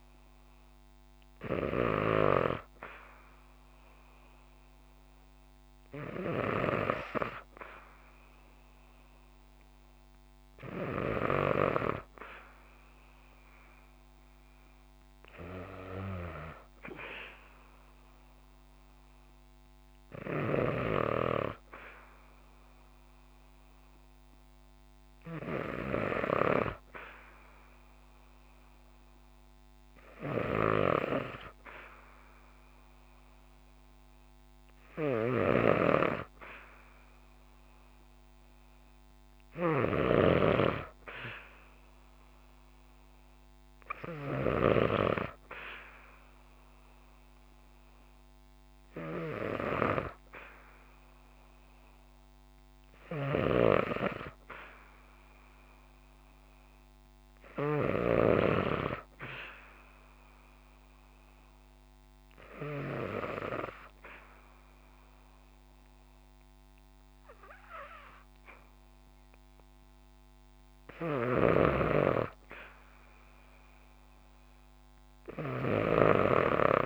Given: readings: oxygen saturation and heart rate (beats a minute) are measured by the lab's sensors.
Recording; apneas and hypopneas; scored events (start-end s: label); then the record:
breathing in sleep by a microphone on the trachea; 1
0.00-3.00 s: oxygen desaturation (device-marked, oxygen 93% lowest, heart rate 62 extreme)
34.50-39.50 s: snoring (device-marked)
52.50-57.50 s: snoring (device-marked)
59.00-70.00 s: obstructive apnea (oxygen 96% before, 94% lowest, heart rate 64 before, 61 extreme, up 2 after)
70.50-76.86 s: snoring (device-marked)
72.00-76.00 s: arousal
From the record:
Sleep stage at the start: N2 (light sleep); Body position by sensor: on the back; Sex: female